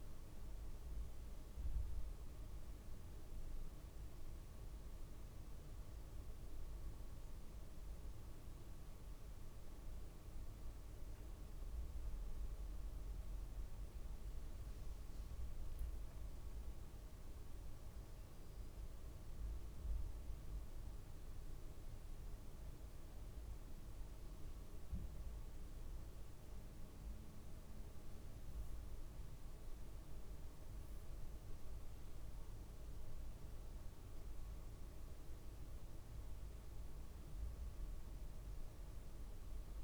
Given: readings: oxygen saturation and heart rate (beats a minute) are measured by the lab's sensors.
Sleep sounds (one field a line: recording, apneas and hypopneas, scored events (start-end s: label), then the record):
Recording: a person awake in a sleep study, hard to hear, by a room microphone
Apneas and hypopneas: none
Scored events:
none scored
From the record:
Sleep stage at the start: awake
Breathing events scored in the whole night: 235 in 4.1 hours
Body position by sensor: on the back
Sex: male